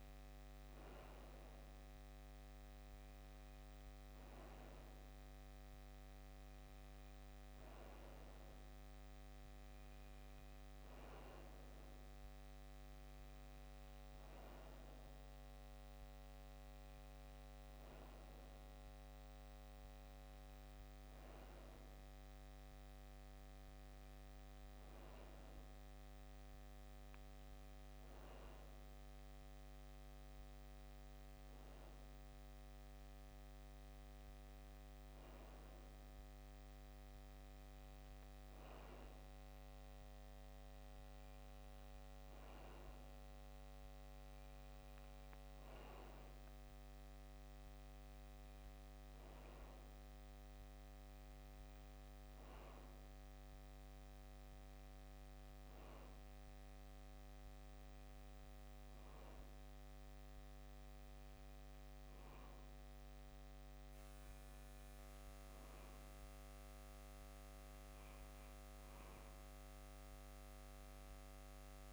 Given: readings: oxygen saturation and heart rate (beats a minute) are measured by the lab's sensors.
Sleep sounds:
breathing in sleep, hard to hear, by a microphone on the trachea; none
none scored
From the record:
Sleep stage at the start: N2 (light sleep); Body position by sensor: on the left side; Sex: male

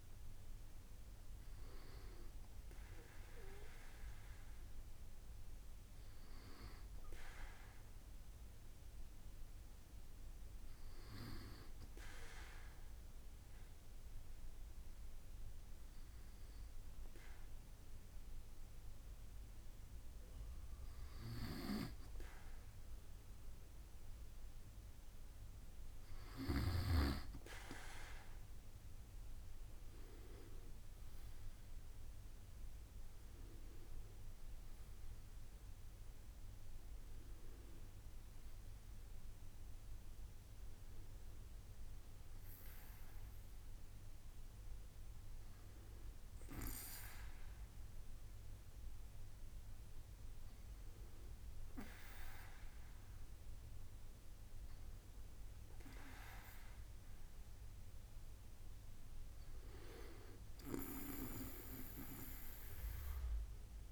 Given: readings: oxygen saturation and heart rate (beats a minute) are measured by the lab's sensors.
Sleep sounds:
breathing in sleep by a room microphone; 2
11.50-25.00 s: hypopnea (oxygen 96% before, 94% lowest, heart rate 69 before, 65 extreme, up 5 after)
28.50-33.00 s: arousal
46.50-58.50 s: hypopnea (oxygen 95% before, 94% lowest, heart rate 70 before, 65 extreme, up 6 after)
60.50-63.92 s: arousal
From the record:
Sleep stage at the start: N2 (light sleep); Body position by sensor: on the back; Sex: male

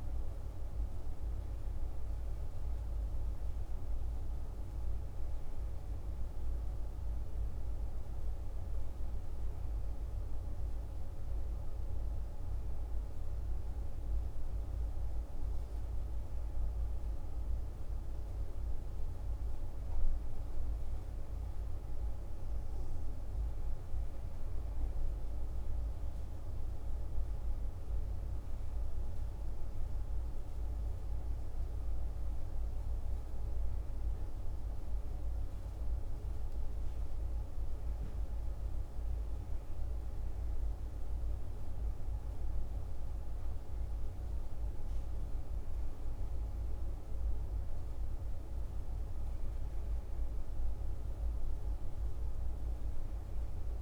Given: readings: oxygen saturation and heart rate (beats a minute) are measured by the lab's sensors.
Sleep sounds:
breathing in sleep, hard to hear, by a room microphone; none
none scored
From the record:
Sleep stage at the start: N1 (lightest sleep); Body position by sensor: on the back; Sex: male

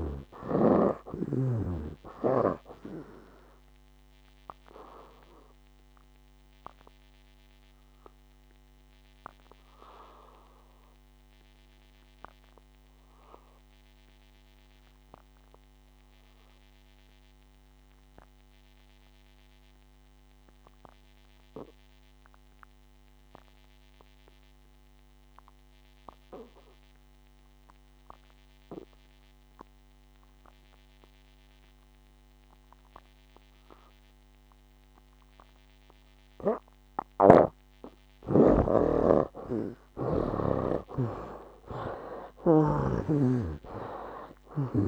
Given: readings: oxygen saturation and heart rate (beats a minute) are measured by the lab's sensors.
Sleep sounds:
breathing in sleep by a microphone on the trachea; 1
0.00-1.00 s: snoring (device-marked)
0.00-28.50 s: oxygen desaturation (device-marked, oxygen 68% lowest, heart rate 58 extreme)
3.00-38.50 s: obstructive apnea (oxygen 97% before, 66% lowest, heart rate 66 before, 58 extreme, up 17 after)
37.00-40.50 s: snoring (device-marked)
40.50-44.88 s: oxygen desaturation (device-marked, oxygen 96% before, 66% lowest, heart rate 60 before, 60 extreme)
41.50-44.88 s: arousal
From the record:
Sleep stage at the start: N2 (light sleep); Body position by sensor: on the back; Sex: male

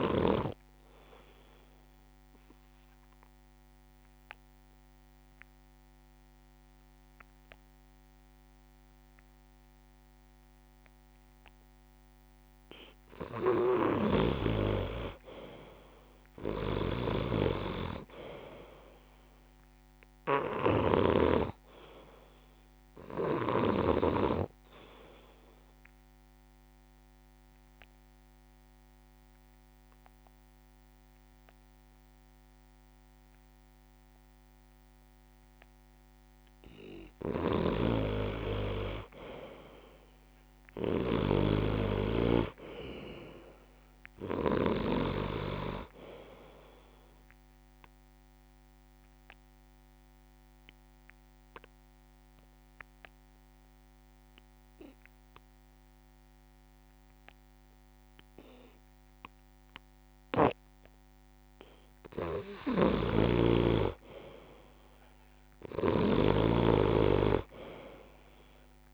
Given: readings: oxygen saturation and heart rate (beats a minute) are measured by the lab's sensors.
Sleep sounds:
breathing in sleep by a microphone on the trachea; 3
0.00-10.00 s: oxygen desaturation (device-marked, oxygen 90% lowest)
1.50-13.00 s: obstructive apnea (oxygen 98% before, 90% lowest)
14.00-21.00 s: snoring (device-marked)
15.50-18.50 s: arousal
18.00-38.00 s: oxygen desaturation (device-marked, oxygen 96% before, 90% lowest)
25.50-36.50 s: obstructive apnea (oxygen 96% before, 89% lowest)
37.50-45.00 s: snoring (device-marked)
40.50-44.00 s: arousal
47.00-60.00 s: oxygen desaturation (device-marked, oxygen 96% before, 90% lowest)
48.00-61.50 s: obstructive apnea (oxygen 96% before, 89% lowest)
62.50-68.94 s: snoring (device-marked)
63.50-67.50 s: arousal
From the record:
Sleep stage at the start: N2 (light sleep); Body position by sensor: on the back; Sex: male

